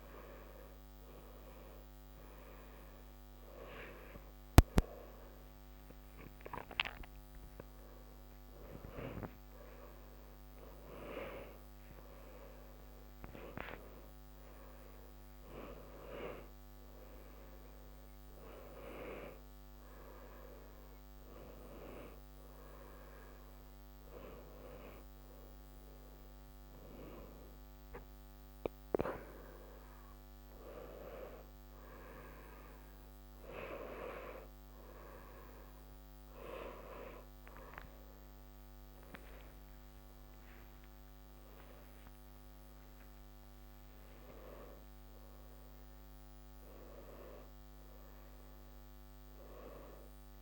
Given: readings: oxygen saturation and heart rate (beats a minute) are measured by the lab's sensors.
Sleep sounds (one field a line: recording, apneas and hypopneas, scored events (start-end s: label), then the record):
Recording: a person partly awake in a sleep study, by a microphone on the trachea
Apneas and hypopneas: none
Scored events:
0.00-2.50 s: oxygen desaturation (device-marked, oxygen 90% lowest, heart rate 79 extreme)
6.50-50.42 s: new sleep stage, N1 (lightest sleep)
38.50-43.50 s: arousal
From the record:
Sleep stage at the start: awake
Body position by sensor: on the right side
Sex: male